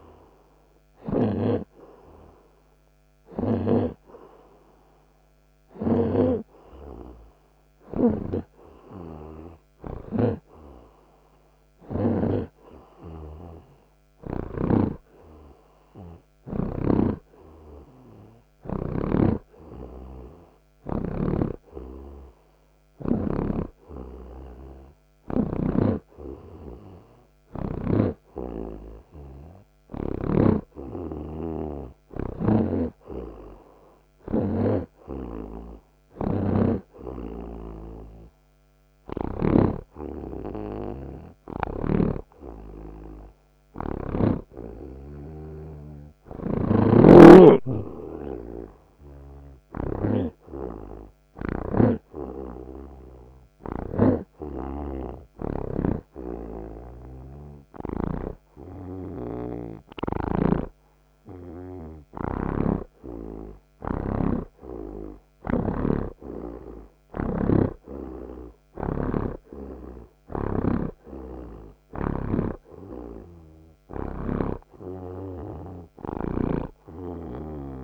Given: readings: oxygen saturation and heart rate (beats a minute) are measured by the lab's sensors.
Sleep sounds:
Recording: breathing in sleep by a microphone on the trachea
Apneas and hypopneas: 1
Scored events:
17.00-30.50 s: snoring (device-marked)
32.50-40.00 s: snoring (device-marked)
42.00-52.00 s: snoring (device-marked)
46.50-49.50 s: arousal
52.50-62.50 s: hypopnea (oxygen 85% before, 80% lowest)
54.00-58.50 s: snoring (device-marked)
60.50-74.50 s: snoring (device-marked)
67.50-72.00 s: arousal
75.50-77.84 s: oxygen desaturation (device-marked, oxygen 86% before, 80% lowest)
76.50-77.84 s: snoring (device-marked)
From the record:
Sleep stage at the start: N2 (light sleep)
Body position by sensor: on the right side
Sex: male

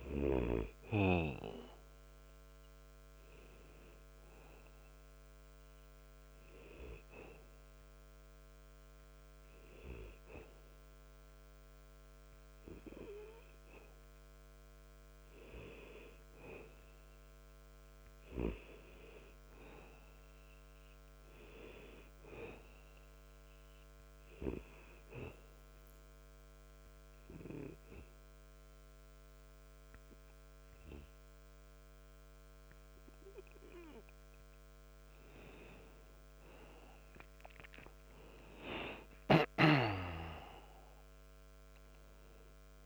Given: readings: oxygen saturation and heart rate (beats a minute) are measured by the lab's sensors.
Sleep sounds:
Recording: breathing in sleep by a microphone on the trachea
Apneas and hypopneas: 2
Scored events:
3.00-16.00 s: oxygen desaturation (device-marked, oxygen 95% before, 91% lowest, heart rate 81 before, 81 extreme)
3.50-14.00 s: hypopnea (oxygen 96% before, 90% lowest, heart rate 81 before, 81 extreme, up 7 after)
16.50-20.00 s: arousal
23.50-34.00 s: obstructive apnea (oxygen 95% before, 90% lowest, heart rate 84 before, 74 extreme, up 11 after)
36.00-39.00 s: arousal
From the record:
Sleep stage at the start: N2 (light sleep)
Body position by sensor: on the back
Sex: male

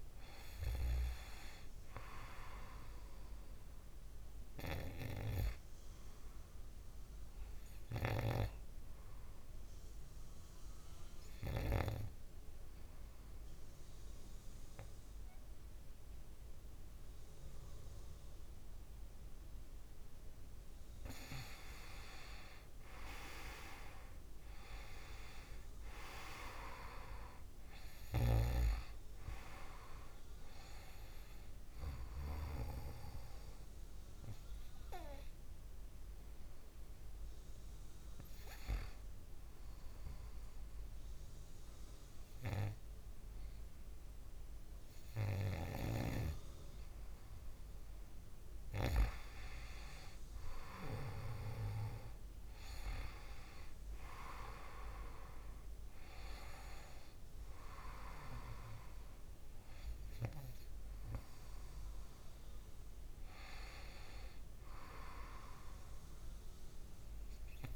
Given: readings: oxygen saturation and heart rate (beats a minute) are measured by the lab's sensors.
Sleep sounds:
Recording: breathing in sleep by a room microphone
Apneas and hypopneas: 2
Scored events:
9.50-20.00 s: obstructive apnea (oxygen 97% before, 93% lowest, heart rate 61 before, 59 extreme, up 3 after)
22.00-25.50 s: arousal
22.00-38.00 s: oxygen desaturation (device-marked, oxygen 96% before, 93% lowest, heart rate 63 before, 59 extreme)
34.00-49.50 s: obstructive apnea (oxygen 96% before, 93% lowest, heart rate 63 before, 60 extreme, up 4 after)
52.00-56.00 s: arousal
From the record:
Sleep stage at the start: N2 (light sleep)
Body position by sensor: on the back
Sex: male

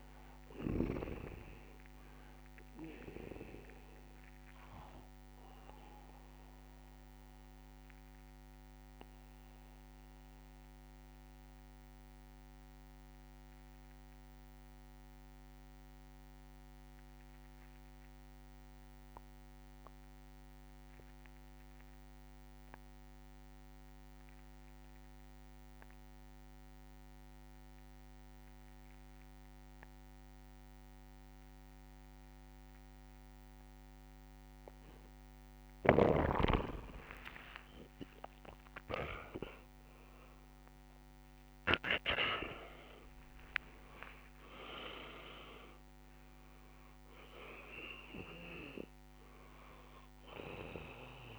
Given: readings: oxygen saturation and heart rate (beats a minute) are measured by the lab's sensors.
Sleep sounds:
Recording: breathing in sleep by a microphone on the trachea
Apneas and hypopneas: 1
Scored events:
0.00-1.00 s: snoring (device-marked)
0.00-18.50 s: oxygen desaturation (device-marked, oxygen 84% lowest, heart rate 56 extreme)
4.00-6.00 s: long interval between heartbeats (device-marked, heart rate 74 before, 84 extreme)
4.50-35.50 s: mixed apnea (oxygen 98% before, 84% lowest, heart rate 75 before, 66 extreme, up 13 after)
35.50-42.00 s: snoring (device-marked)
35.50-51.39 s: oxygen desaturation (device-marked, oxygen 99% before, 85% lowest)
38.50-44.00 s: arousal
From the record:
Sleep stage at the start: N2 (light sleep)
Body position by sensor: on the back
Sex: male

